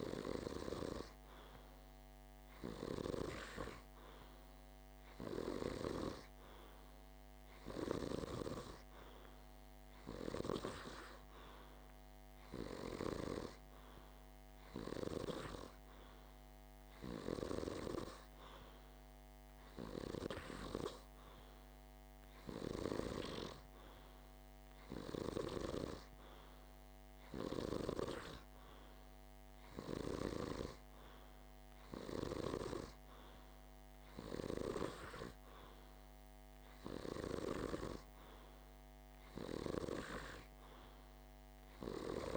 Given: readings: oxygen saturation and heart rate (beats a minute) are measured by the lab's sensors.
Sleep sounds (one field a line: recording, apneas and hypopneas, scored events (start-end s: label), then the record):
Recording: breathing in sleep by a microphone on the trachea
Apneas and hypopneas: none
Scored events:
none scored
From the record:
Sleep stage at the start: N2 (light sleep)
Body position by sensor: on the back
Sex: male